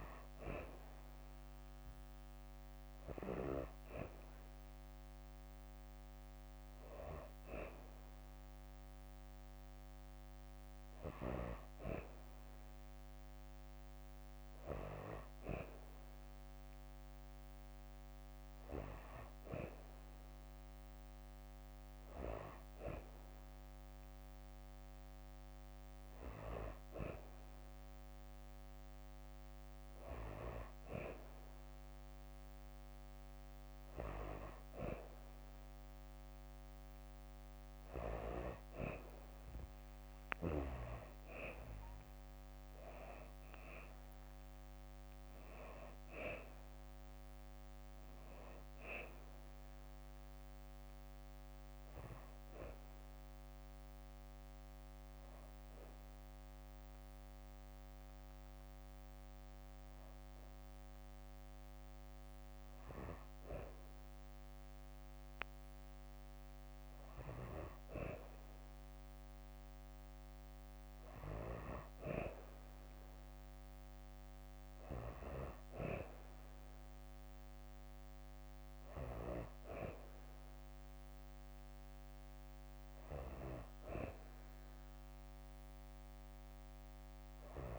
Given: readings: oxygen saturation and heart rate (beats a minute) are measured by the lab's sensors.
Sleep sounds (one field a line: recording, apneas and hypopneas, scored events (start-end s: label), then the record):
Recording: breathing in sleep by a microphone on the trachea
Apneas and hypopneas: 1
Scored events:
39.50-42.50 s: arousal
39.50-53.50 s: drop in pulse transit time (device-marked, heart rate 66 before, 66 extreme)
53.00-64.00 s: hypopnea (oxygen 95% before, 93% lowest, heart rate 70 before, 60 extreme, up 5 after)
67.50-70.00 s: arousal
72.50-87.50 s: oxygen desaturation (device-marked, oxygen 96% before, 93% lowest, heart rate 62 before, 66 extreme)
From the record:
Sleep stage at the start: N2 (light sleep)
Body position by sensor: on the back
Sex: female